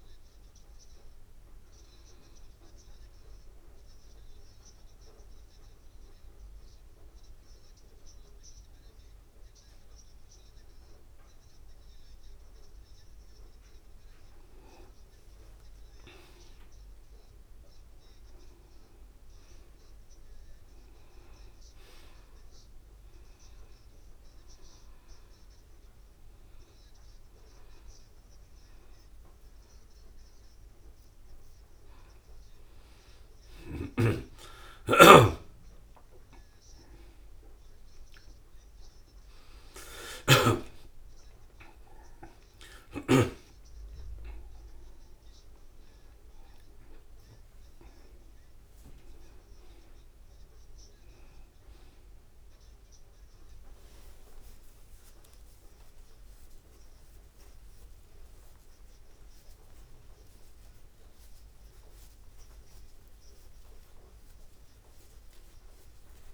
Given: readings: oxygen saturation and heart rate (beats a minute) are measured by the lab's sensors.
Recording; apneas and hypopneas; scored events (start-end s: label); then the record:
a person partly awake in a sleep study, by a room microphone; 1
0.00-1.00 s: arousal
4.00-14.00 s: obstructive apnea (oxygen 94% before, 91% lowest, heart rate 74 before, 73 extreme, up 3 after)
35.00-37.00 s: long interval between heartbeats (device-marked, heart rate 76 before, 82 extreme)
42.00-66.34 s: new sleep stage, awake
56.50-58.50 s: long interval between heartbeats (device-marked, heart rate 85 before, 129 extreme)
59.00-61.00 s: long interval between heartbeats (device-marked, heart rate 94 before, 191 extreme)
62.50-64.50 s: long interval between heartbeats (device-marked, heart rate 111 before, 176 extreme)
64.50-66.34 s: long interval between heartbeats (device-marked, heart rate 121 before, 158 extreme)
From the record:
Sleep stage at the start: N2 (light sleep); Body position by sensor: on the back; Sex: male